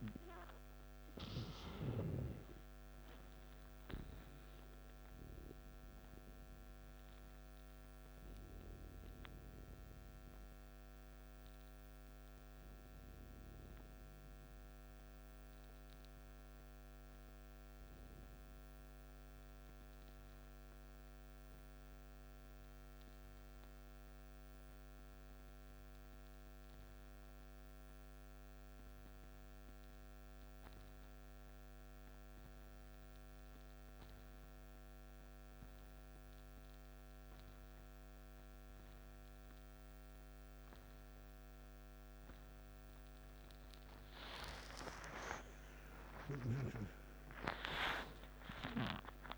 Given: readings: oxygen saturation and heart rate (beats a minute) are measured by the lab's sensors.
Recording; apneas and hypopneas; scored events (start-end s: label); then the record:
breathing in sleep by a microphone on the trachea; 1
0.00-13.00 s: oxygen desaturation (device-marked, oxygen 88% lowest, heart rate 53 extreme)
6.50-44.50 s: mixed apnea (oxygen 95% before, 86% lowest, heart rate 66 before, 53 extreme, up 15 after)
31.00-49.38 s: oxygen desaturation (device-marked, oxygen 98% before, 86% lowest, heart rate 55 before, 55 extreme)
45.00-49.38 s: arousal
From the record:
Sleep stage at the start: N2 (light sleep); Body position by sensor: on the back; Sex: male